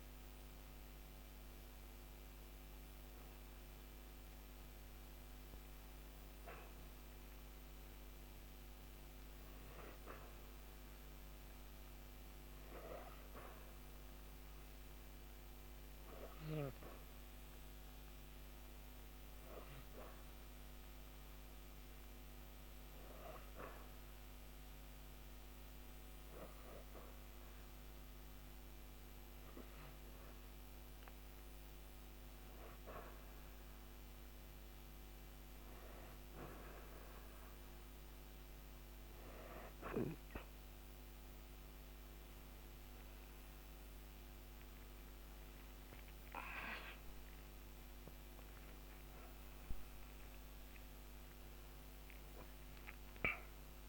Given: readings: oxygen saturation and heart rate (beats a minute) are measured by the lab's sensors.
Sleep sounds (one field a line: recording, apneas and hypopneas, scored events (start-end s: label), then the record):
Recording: breathing in sleep by a microphone on the trachea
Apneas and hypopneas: 1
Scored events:
11.00-13.50 s: arousal
14.50-53.89 s: new sleep stage, N2 (light sleep)
15.00-31.50 s: hypopnea (oxygen 96% before, 93% lowest, heart rate 124 before, 116 extreme, up 35 after)
21.50-36.50 s: oxygen desaturation (device-marked, oxygen 96% before, 93% lowest, heart rate 137 before, 116 extreme)
34.50-39.00 s: arousal
From the record:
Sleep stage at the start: N1 (lightest sleep)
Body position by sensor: on the back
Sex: female